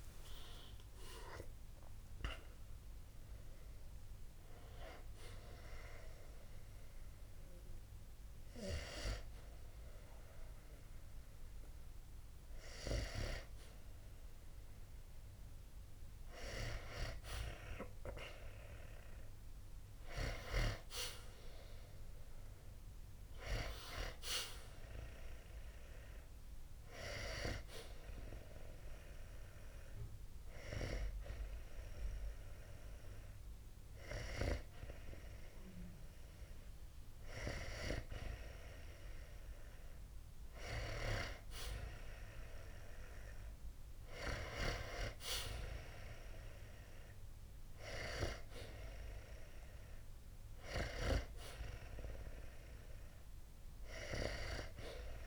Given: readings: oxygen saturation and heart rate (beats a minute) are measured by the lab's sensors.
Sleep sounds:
breathing in sleep by a room microphone; 1
27.50-38.50 s: hypopnea (oxygen 94% before, 91% lowest, heart rate 64 before, 62 extreme, up 13 after)
41.00-45.00 s: arousal
From the record:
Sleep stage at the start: N2 (light sleep); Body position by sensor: on the back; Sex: male

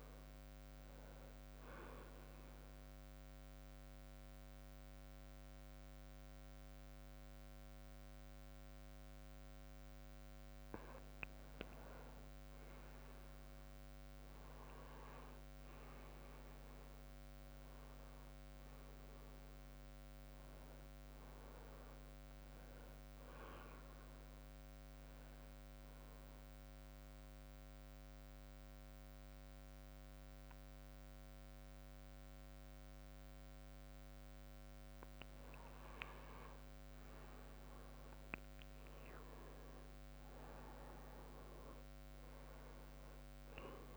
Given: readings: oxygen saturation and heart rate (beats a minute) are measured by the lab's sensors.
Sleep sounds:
breathing in sleep, hard to hear, by a microphone on the trachea; 2
1.50-12.00 s: mixed apnea (oxygen 97% before, 94% lowest, heart rate 71 before, 63 extreme, up 12 after)
14.50-18.00 s: arousal
25.50-35.50 s: mixed apnea (oxygen 97% before, 94% lowest, heart rate 70 before, 64 extreme, up 12 after)
37.50-42.00 s: arousal
40.00-43.97 s: drop in pulse transit time (device-marked, heart rate 69 before, 70 extreme)
From the record:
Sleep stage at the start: N2 (light sleep); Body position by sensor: on the back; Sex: male

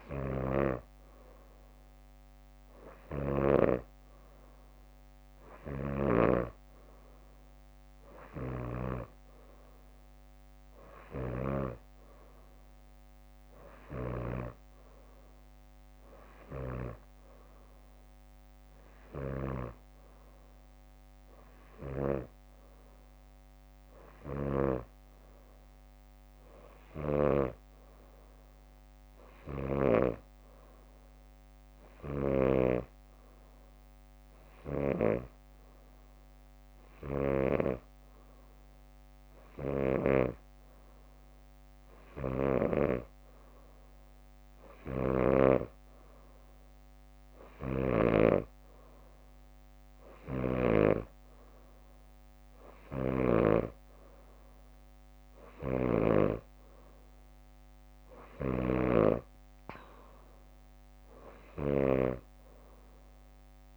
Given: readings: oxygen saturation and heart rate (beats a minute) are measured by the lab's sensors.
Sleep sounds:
breathing in sleep by a microphone on the trachea; none
14.00-23.00 s: drop in pulse transit time (device-marked, heart rate 61 before, 58 extreme)
18.00-20.00 s: bradycardia (device-marked, heart rate 62 before, 63 extreme)
28.00-30.00 s: bradycardia (device-marked, heart rate 62 before, 62 extreme)
38.00-40.00 s: bradycardia (device-marked, heart rate 62 before, 62 extreme)
From the record:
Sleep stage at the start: N2 (light sleep); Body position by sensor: on the back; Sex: female

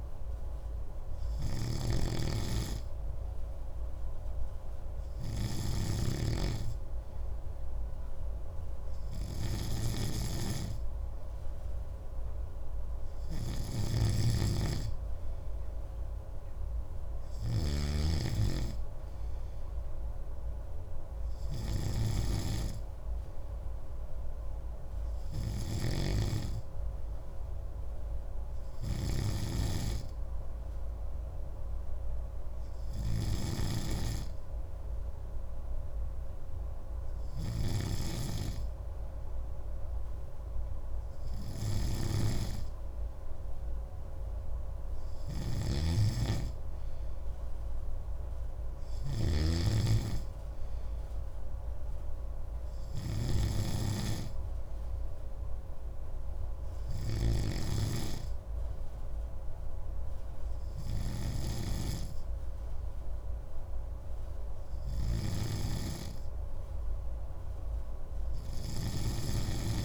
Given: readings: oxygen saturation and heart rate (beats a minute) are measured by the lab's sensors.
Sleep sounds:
breathing in sleep by a room microphone; none
0.00-69.85 s: snoring (device-marked)
From the record:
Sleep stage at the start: N3 (deep sleep); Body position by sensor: on the right side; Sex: male

